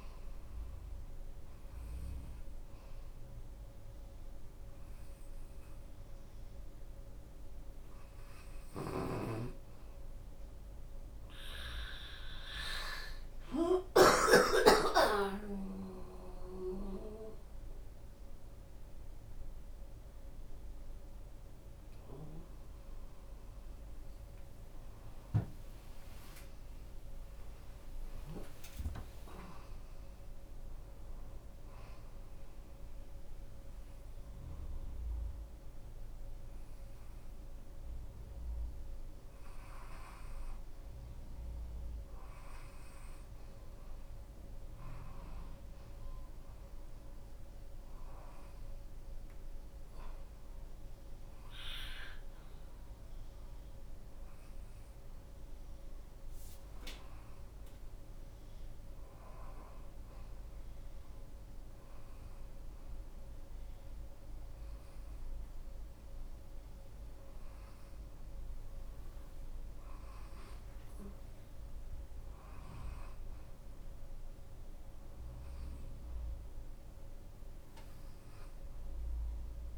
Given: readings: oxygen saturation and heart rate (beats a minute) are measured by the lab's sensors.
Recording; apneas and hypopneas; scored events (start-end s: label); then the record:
breathing in sleep by a room microphone; none
17.00-21.50 s: arousal
19.00-33.00 s: drop in pulse transit time (device-marked, heart rate 89 before, 96 extreme)
25.00-37.00 s: oxygen desaturation (device-marked, oxygen 90% before, 87% lowest, heart rate 92 before, 84 extreme)
46.00-57.00 s: oxygen desaturation (device-marked, oxygen 93% before, 87% lowest, heart rate 94 before, 86 extreme)
47.50-52.00 s: arousal
From the record:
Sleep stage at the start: N2 (light sleep); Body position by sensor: on the back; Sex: female